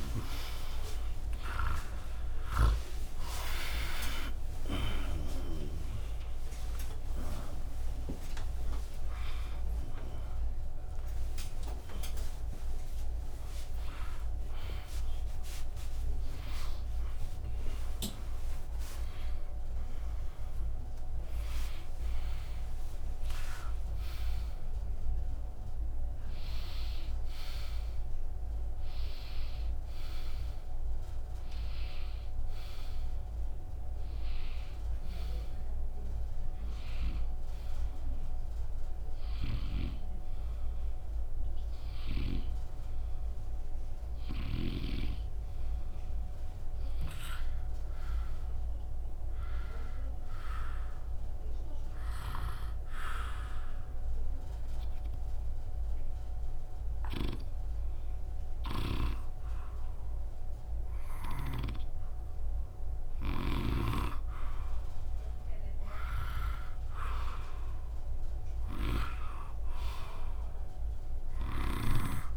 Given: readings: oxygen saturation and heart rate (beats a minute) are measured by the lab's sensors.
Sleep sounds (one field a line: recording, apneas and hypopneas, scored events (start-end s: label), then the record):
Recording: a person partly awake in a sleep study, by a room microphone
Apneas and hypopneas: 1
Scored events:
0.00-2.00 s: oxygen desaturation (device-marked, oxygen 82% lowest, heart rate 58 extreme)
1.50-3.50 s: long interval between heartbeats (device-marked, heart rate 95 before, 121 extreme)
2.50-6.00 s: snoring (device-marked)
8.00-10.00 s: long interval between heartbeats (device-marked, heart rate 110 before, 89 extreme)
12.50-14.50 s: long interval between heartbeats (device-marked, heart rate 116 before, 108 extreme)
14.50-16.50 s: long interval between heartbeats (device-marked, heart rate 117 before, 107 extreme)
17.50-19.50 s: long interval between heartbeats (device-marked, heart rate 113 before, 108 extreme)
20.00-22.00 s: long interval between heartbeats (device-marked, heart rate 105 before, 114 extreme)
22.00-24.00 s: long interval between heartbeats (device-marked, heart rate 103 before, 120 extreme)
24.00-26.00 s: long interval between heartbeats (device-marked, heart rate 104 before, 112 extreme)
24.00-54.00 s: new sleep stage, N1 (lightest sleep)
32.00-48.00 s: oxygen desaturation (device-marked, oxygen 100% before, 95% lowest, heart rate 104 before, 66 extreme)
53.00-70.00 s: oxygen desaturation (device-marked, oxygen 96% before, 90% lowest, heart rate 70 before, 66 extreme)
54.00-64.50 s: hypopnea (oxygen 100% before, 89% lowest, heart rate 70 before, 66 extreme, up 2 after)
54.00-72.37 s: new sleep stage, N2 (light sleep)
58.50-64.00 s: snoring (device-marked)
67.00-71.00 s: arousal
From the record:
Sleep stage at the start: awake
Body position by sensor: on the right side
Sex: male